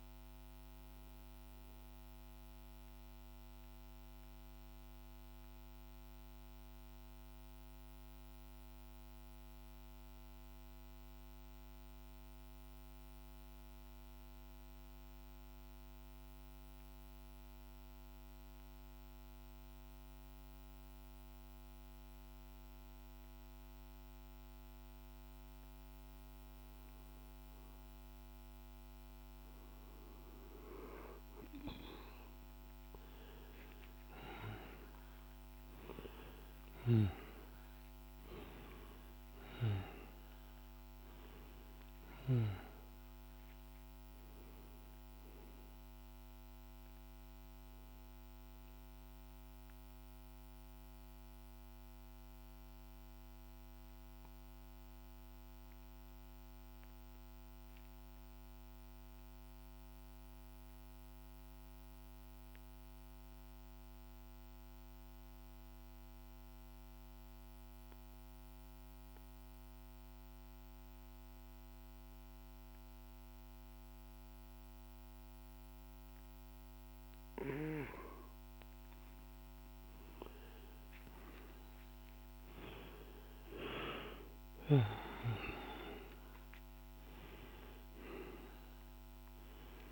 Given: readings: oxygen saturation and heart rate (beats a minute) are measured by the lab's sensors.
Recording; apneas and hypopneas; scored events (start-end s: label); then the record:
breathing in sleep by a microphone on the trachea; 2
0.00-10.50 s: oxygen desaturation (device-marked, oxygen 90% lowest, heart rate 50 extreme)
2.00-26.00 s: mixed apnea (oxygen 99% before, 90% lowest, heart rate 60 before, 50 extreme, up 3 after)
26.50-55.50 s: oxygen desaturation (device-marked, oxygen 98% before, 90% lowest, heart rate 51 before, 51 extreme)
32.00-38.00 s: arousal
48.50-76.50 s: mixed apnea (oxygen 98% before, 88% lowest, heart rate 55 before, 51 extreme, up 3 after)
73.50-89.92 s: oxygen desaturation (device-marked, oxygen 98% before, 88% lowest, heart rate 52 before, 49 extreme)
80.50-85.50 s: arousal
From the record:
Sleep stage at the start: N2 (light sleep); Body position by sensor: on the back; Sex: male